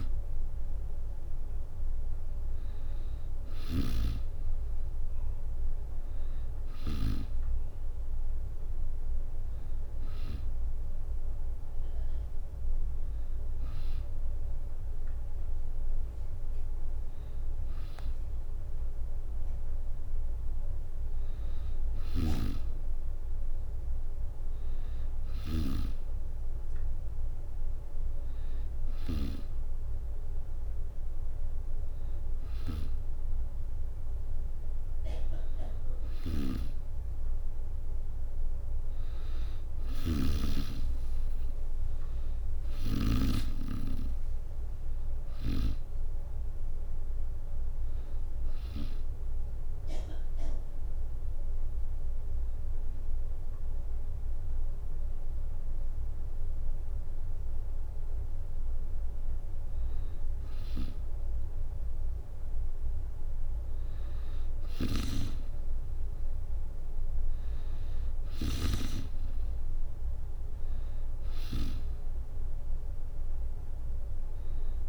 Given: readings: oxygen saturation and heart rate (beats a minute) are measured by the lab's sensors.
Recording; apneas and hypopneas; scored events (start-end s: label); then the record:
breathing in sleep by a room microphone; 1
21.50-29.00 s: snoring (device-marked)
39.00-53.00 s: drop in pulse transit time (device-marked, heart rate 69 before, 66 extreme)
39.50-43.00 s: snoring (device-marked)
40.50-43.50 s: arousal
49.00-60.50 s: hypopnea (oxygen 95% before, 91% lowest, heart rate 71 before, 63 extreme, up 7 after)
63.00-66.00 s: arousal
64.50-71.50 s: snoring (device-marked)
66.00-74.89 s: oxygen desaturation (device-marked, oxygen 96% before, 91% lowest, heart rate 67 before, 67 extreme)
From the record:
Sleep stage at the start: N2 (light sleep); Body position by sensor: on the back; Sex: female